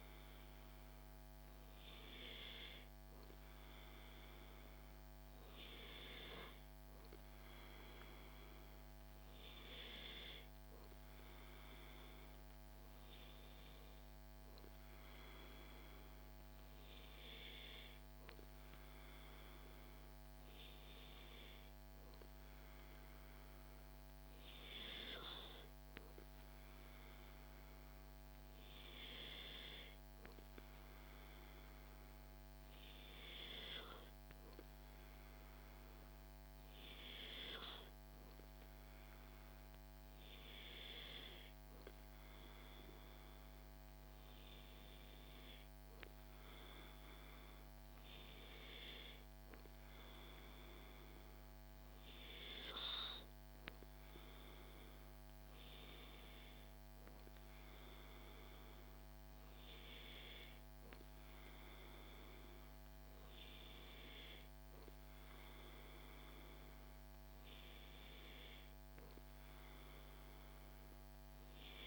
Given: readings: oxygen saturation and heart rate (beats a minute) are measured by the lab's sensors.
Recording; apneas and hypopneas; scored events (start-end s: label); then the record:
breathing in sleep by a microphone on the trachea; none
none scored
From the record:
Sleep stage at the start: N2 (light sleep); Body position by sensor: on the back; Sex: male